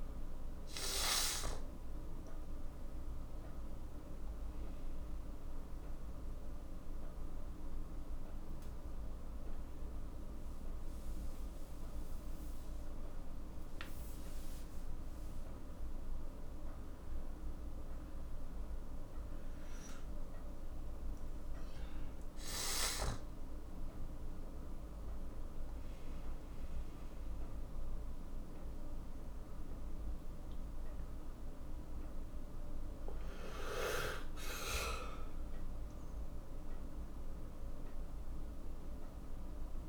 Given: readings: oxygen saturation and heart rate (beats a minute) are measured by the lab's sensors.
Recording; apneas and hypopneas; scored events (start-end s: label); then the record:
a person awake in a sleep study, by a room microphone; none
11.50-17.50 s: oxygen desaturation (device-marked, oxygen 99% before, 95% lowest, heart rate 60 before, 62 extreme)
22.50-37.50 s: oxygen desaturation (device-marked, oxygen 97% before, 92% lowest, heart rate 63 before, 58 extreme)
From the record:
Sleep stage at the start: awake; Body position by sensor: on the right side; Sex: male